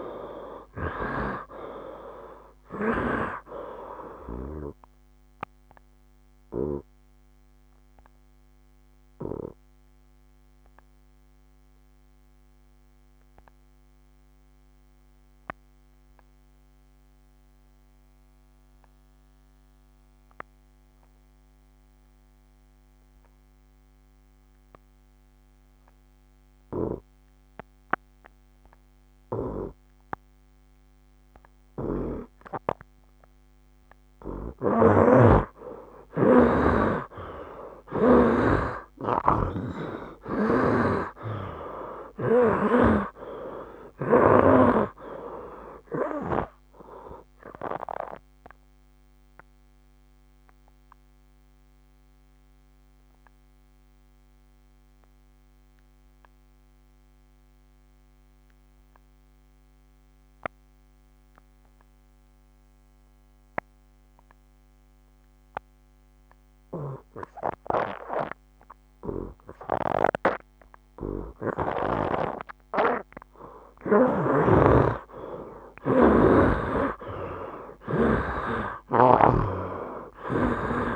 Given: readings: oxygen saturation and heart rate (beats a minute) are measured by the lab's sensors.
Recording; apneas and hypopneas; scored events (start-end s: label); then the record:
breathing in sleep by a microphone on the trachea; 2
0.00-3.50 s: tachycardia (device-marked, heart rate 113 extreme)
0.00-25.50 s: oxygen desaturation (device-marked, oxygen 83% lowest, heart rate 66 extreme)
0.50-2.50 s: long interval between heartbeats (device-marked, heart rate 68 before, 101 extreme)
6.00-33.50 s: obstructive apnea (oxygen 97% before, 83% lowest, heart rate 80 before, 64 extreme, up 9 after)
33.50-63.50 s: oxygen desaturation (device-marked, oxygen 99% before, 83% lowest, heart rate 68 before, 62 extreme)
34.50-42.50 s: snoring (device-marked)
36.00-40.00 s: arousal
48.00-72.50 s: obstructive apnea (oxygen 99% before, 82% lowest, heart rate 72 before, 62 extreme, up 12 after)
74.00-80.96 s: snoring (device-marked)
75.00-78.50 s: arousal
76.50-80.96 s: oxygen desaturation (device-marked, oxygen 97% before, 82% lowest, heart rate 65 before, 64 extreme)
From the record:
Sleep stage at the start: N2 (light sleep); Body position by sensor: on the right side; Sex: male